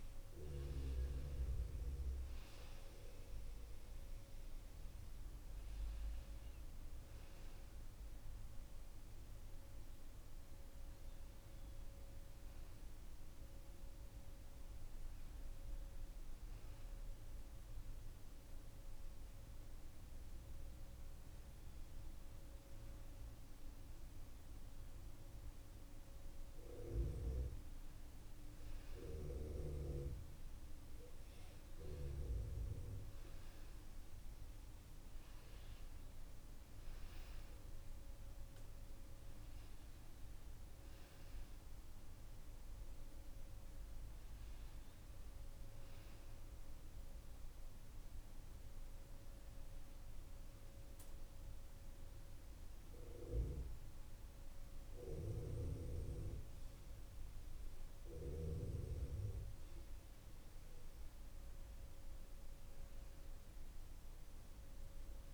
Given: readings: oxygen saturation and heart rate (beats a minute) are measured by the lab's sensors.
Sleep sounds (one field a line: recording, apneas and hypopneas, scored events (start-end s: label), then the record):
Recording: breathing in sleep by a room microphone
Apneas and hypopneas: none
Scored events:
none scored
From the record:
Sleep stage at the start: N2 (light sleep)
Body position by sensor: on the back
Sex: male